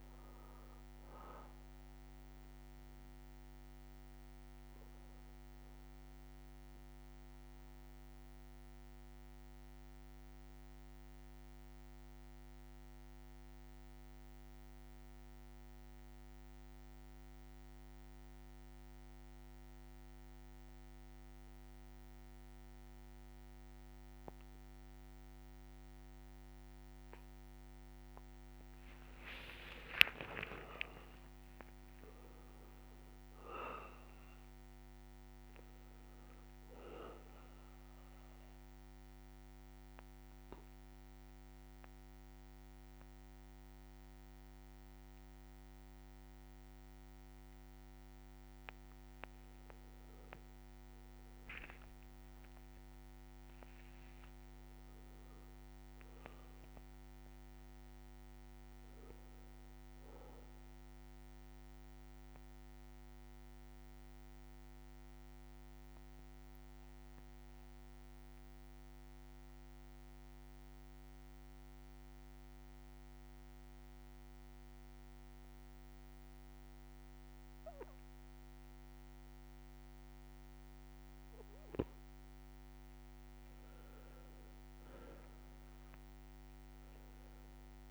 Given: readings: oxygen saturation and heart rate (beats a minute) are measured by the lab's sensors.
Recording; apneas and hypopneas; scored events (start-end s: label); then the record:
breathing in sleep, hard to hear, by a microphone on the trachea; 3
0.00-16.50 s: oxygen desaturation (device-marked, oxygen 93% lowest, heart rate 60 extreme)
7.50-26.00 s: obstructive apnea (oxygen 98% before, 93% lowest, heart rate 63 before, 60 extreme, up 5 after)
28.00-33.00 s: arousal
32.50-53.50 s: oxygen desaturation (device-marked, oxygen 98% before, 94% lowest, heart rate 61 before, 60 extreme)
39.00-53.50 s: obstructive apnea (oxygen 99% before, 93% lowest, heart rate 62 before, 60 extreme, up 3 after)
55.50-59.50 s: arousal
63.50-79.50 s: obstructive apnea (oxygen 99% before, 93% lowest, heart rate 62 before, 60 extreme, up 3 after)
81.00-85.00 s: arousal
81.50-87.91 s: oxygen desaturation (device-marked, oxygen 98% before, 93% lowest, heart rate 62 before, 60 extreme)
From the record:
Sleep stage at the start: N2 (light sleep); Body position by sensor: on the back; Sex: male